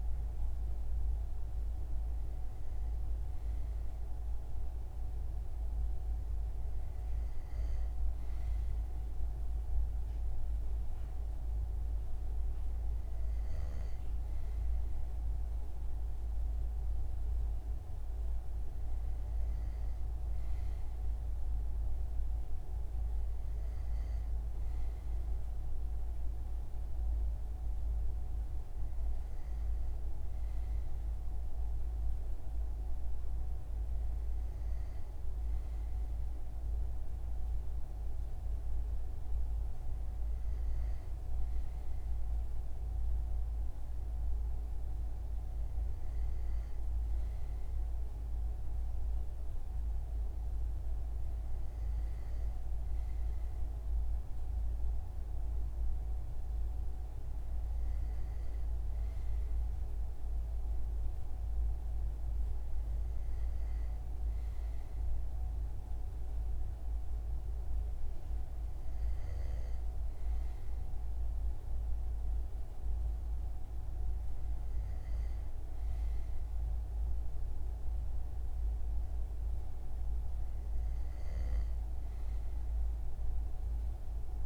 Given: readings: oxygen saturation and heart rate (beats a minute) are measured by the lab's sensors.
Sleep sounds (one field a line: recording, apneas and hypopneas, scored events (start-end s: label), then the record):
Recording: breathing in sleep, hard to hear, by a room microphone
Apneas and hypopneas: none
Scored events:
none scored
From the record:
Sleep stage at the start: N2 (light sleep)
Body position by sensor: on the front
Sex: male